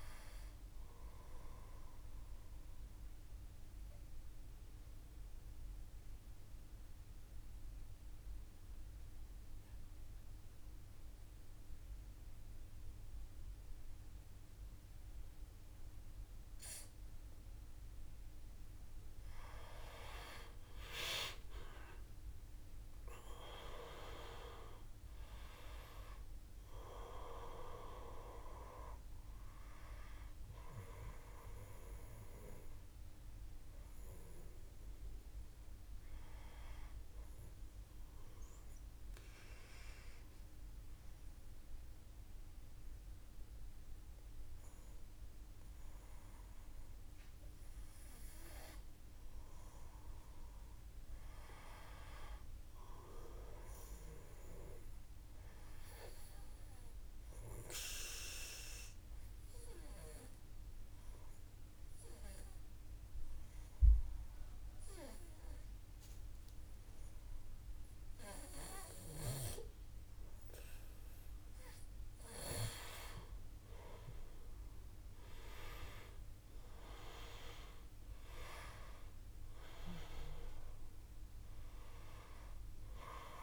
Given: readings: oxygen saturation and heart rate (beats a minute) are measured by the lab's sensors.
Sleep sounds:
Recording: breathing in sleep by a room microphone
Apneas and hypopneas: 3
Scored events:
0.00-9.50 s: oxygen desaturation (device-marked, oxygen 91% lowest, heart rate 54 extreme)
1.50-15.50 s: obstructive apnea (oxygen 94% before, 90% lowest, heart rate 57 before, 54 extreme, up 4 after)
20.00-23.50 s: arousal
24.50-48.50 s: oxygen desaturation (device-marked, oxygen 96% before, 90% lowest, heart rate 57 before, 55 extreme)
35.00-47.50 s: obstructive apnea (oxygen 96% before, 89% lowest, heart rate 58 before, 55 extreme, up 3 after)
50.00-53.00 s: arousal
56.00-71.00 s: obstructive apnea (oxygen 97% before, 89% lowest, heart rate 56 before, 55 extreme, up 2 after)
73.50-77.50 s: arousal
79.50-83.43 s: oxygen desaturation (device-marked, oxygen 95% before, 89% lowest, heart rate 57 before, 55 extreme)
From the record:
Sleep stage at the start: N2 (light sleep)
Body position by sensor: on the back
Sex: male

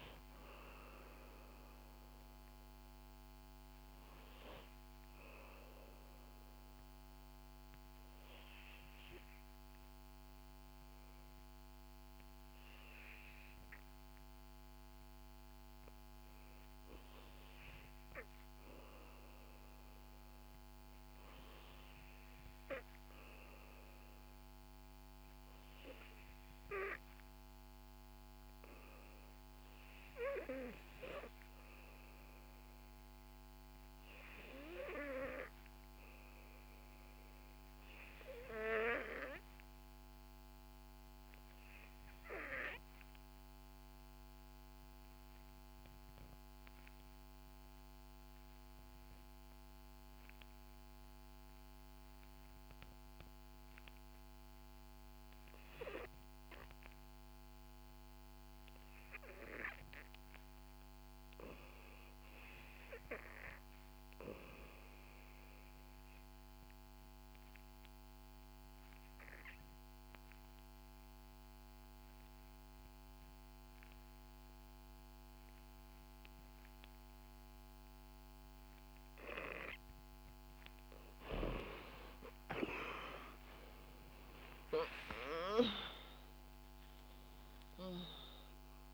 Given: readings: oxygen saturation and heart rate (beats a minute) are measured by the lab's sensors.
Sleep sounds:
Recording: breathing in sleep by a microphone on the trachea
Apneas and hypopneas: 1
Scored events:
0.00-15.00 s: oxygen desaturation (device-marked, oxygen 78% lowest, heart rate 63 extreme)
6.00-78.50 s: obstructive apnea (oxygen 87% before, 75% lowest, heart rate 69 before, 59 extreme, up 8 after)
28.00-88.94 s: oxygen desaturation (device-marked, oxygen 96% before, 75% lowest, heart rate 65 before, 58 extreme)
32.00-88.94 s: new sleep stage, REM sleep
75.50-77.50 s: long interval between heartbeats (device-marked, heart rate 66 before, 67 extreme)
81.50-87.00 s: arousal
From the record:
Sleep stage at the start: N2 (light sleep)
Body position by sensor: on the back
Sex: female

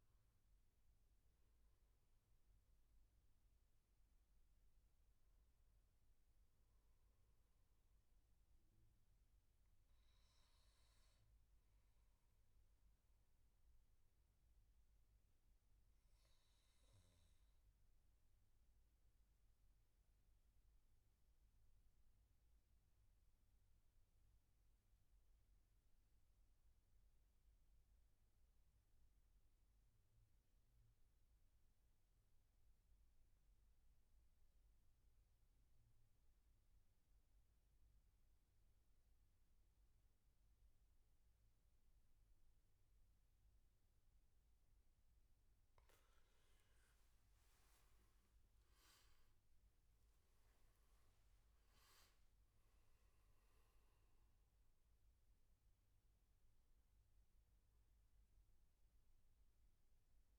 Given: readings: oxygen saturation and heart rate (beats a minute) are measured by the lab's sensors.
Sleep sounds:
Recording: breathing in sleep, hard to hear, by a room microphone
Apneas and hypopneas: 1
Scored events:
0.00-15.50 s: oxygen desaturation (device-marked, oxygen 91% lowest, heart rate 68 extreme)
12.50-43.00 s: obstructive apnea (oxygen 99% before, 90% lowest, heart rate 76 before, 67 extreme, up 15 after)
39.50-60.39 s: oxygen desaturation (device-marked, oxygen 98% before, 90% lowest, heart rate 74 before, 67 extreme)
44.00-46.00 s: long interval between heartbeats (device-marked, heart rate 74 before, 77 extreme)
47.00-51.50 s: arousal
From the record:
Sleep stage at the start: N2 (light sleep)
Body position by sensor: on the back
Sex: male

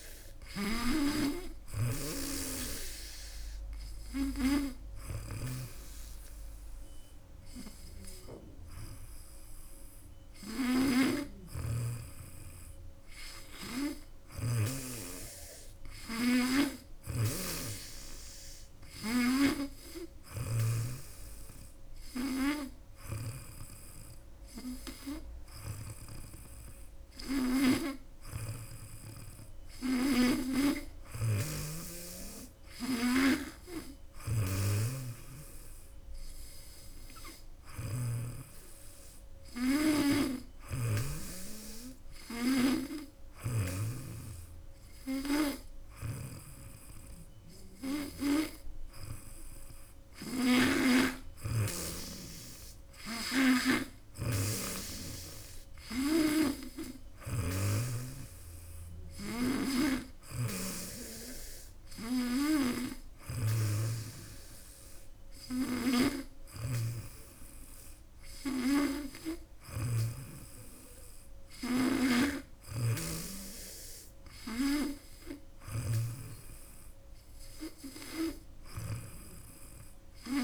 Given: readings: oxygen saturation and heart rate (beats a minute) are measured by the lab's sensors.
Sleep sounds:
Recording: breathing in sleep by a room microphone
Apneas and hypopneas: none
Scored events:
0.00-14.50 s: snoring (device-marked)
16.50-20.50 s: snoring (device-marked)
27.00-38.00 s: snoring (device-marked)
40.00-43.50 s: snoring (device-marked)
50.00-70.00 s: snoring (device-marked)
72.00-80.44 s: snoring (device-marked)
From the record:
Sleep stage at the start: N2 (light sleep)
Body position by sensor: on the back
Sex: female

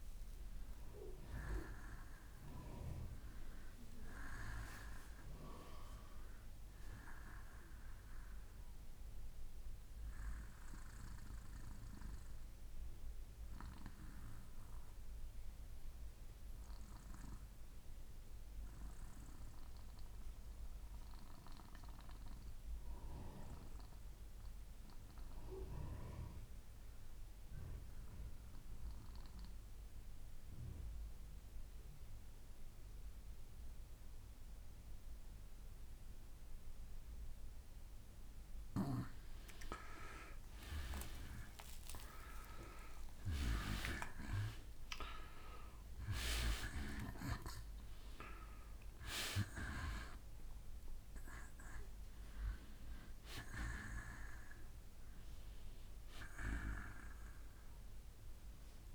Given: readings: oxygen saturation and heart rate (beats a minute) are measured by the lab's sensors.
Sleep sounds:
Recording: breathing in sleep by a room microphone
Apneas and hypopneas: 1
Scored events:
0.00-9.00 s: oxygen desaturation (device-marked, oxygen 88% lowest, heart rate 63 extreme)
11.00-37.00 s: obstructive apnea (oxygen 96% before, 85% lowest, heart rate 67 before, 63 extreme, up 13 after)
32.00-58.95 s: oxygen desaturation (device-marked, oxygen 96% before, 85% lowest, heart rate 64 before, 64 extreme)
39.00-43.00 s: arousal
From the record:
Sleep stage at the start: N2 (light sleep)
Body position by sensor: on the back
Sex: male

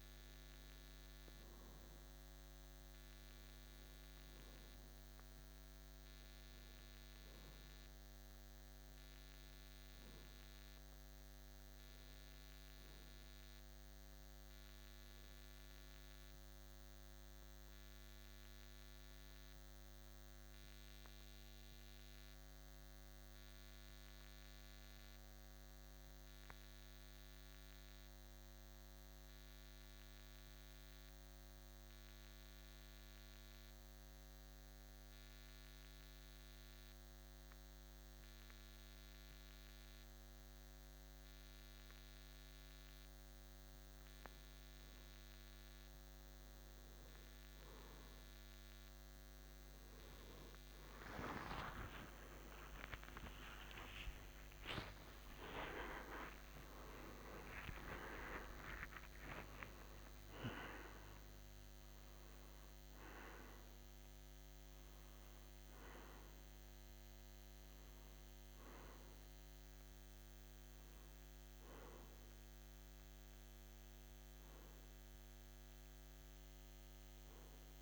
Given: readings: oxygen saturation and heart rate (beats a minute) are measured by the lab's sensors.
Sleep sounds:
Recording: breathing in sleep by a microphone on the trachea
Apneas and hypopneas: 1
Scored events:
0.00-31.00 s: oxygen desaturation (device-marked, oxygen 91% lowest, heart rate 54 extreme)
15.00-19.00 s: arousal
19.50-42.00 s: central apnea (oxygen 96% before, 88% lowest, heart rate 58 before, 54 extreme, up 1 after)
50.00-64.00 s: tachycardia (device-marked, heart rate 61 before, 159 extreme)
50.50-55.50 s: arousal
70.00-77.82 s: oxygen desaturation (device-marked, oxygen 95% before, 88% lowest, heart rate 106 before, 53 extreme)
77.00-77.82 s: new sleep stage, awake
From the record:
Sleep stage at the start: N1 (lightest sleep)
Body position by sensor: on the back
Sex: male

